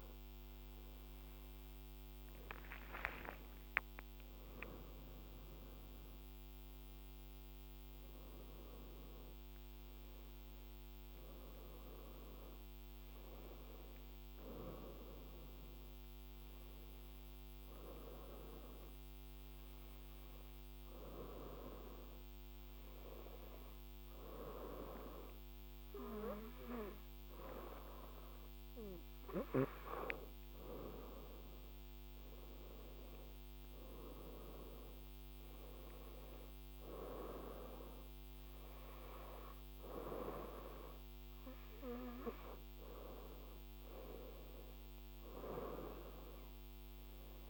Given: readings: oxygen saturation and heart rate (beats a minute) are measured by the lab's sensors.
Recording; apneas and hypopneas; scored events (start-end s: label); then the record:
breathing in sleep by a microphone on the trachea; none
3.00-8.50 s: arousal
38.00-47.50 s: new sleep stage, N2 (light sleep)
From the record:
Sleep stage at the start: N1 (lightest sleep); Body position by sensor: on the right side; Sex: female